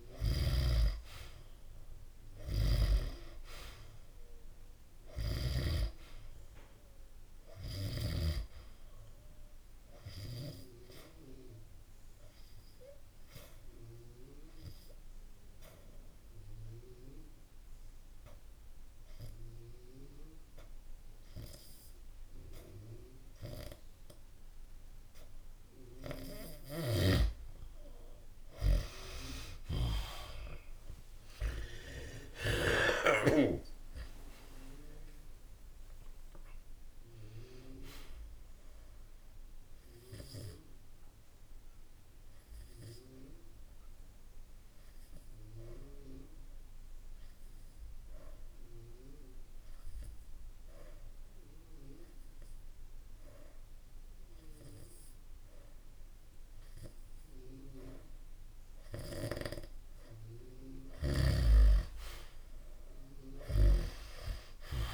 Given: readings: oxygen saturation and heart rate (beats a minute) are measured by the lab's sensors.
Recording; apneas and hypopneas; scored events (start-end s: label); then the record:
breathing in sleep by a room microphone; 2
0.00-5.50 s: snoring (device-marked)
2.50-21.50 s: oxygen desaturation (device-marked, oxygen 97% before, 91% lowest, heart rate 67 before, 66 extreme)
8.00-25.50 s: obstructive apnea (oxygen 97% before, 89% lowest, heart rate 66 before, 66 extreme)
27.50-32.50 s: arousal
33.50-58.50 s: oxygen desaturation (device-marked, oxygen 95% before, 89% lowest, heart rate 67 before, 65 extreme)
40.00-60.50 s: obstructive apnea (oxygen 95% before, 89% lowest, heart rate 68 before, 65 extreme, up 0 after)
63.50-64.94 s: arousal
From the record:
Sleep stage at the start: N2 (light sleep); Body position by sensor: on the back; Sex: male